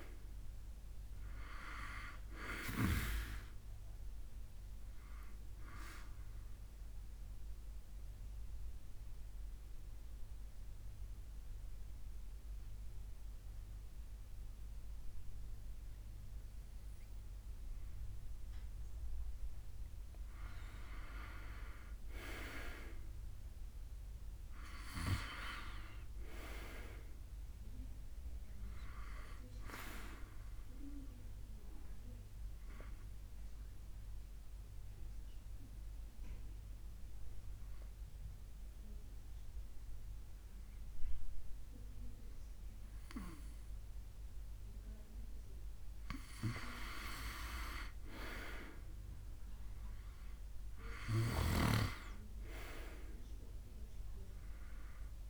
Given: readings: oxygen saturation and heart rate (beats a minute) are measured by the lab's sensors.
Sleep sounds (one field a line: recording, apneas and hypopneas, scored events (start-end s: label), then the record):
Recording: breathing in sleep by a room microphone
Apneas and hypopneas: 2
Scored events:
6.00-19.00 s: obstructive apnea (oxygen 96% before, 91% lowest, heart rate 72 before, 66 extreme, up 1 after)
17.00-30.00 s: oxygen desaturation (device-marked, oxygen 95% before, 91% lowest, heart rate 71 before, 66 extreme)
20.50-25.00 s: arousal
31.00-46.00 s: obstructive apnea (oxygen 95% before, 92% lowest, heart rate 71 before, 63 extreme, up 2 after)
47.00-53.00 s: oxygen desaturation (device-marked, oxygen 95% before, 92% lowest, heart rate 70 before, 63 extreme)
48.50-52.00 s: arousal
From the record:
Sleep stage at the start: N2 (light sleep)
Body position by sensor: on the back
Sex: male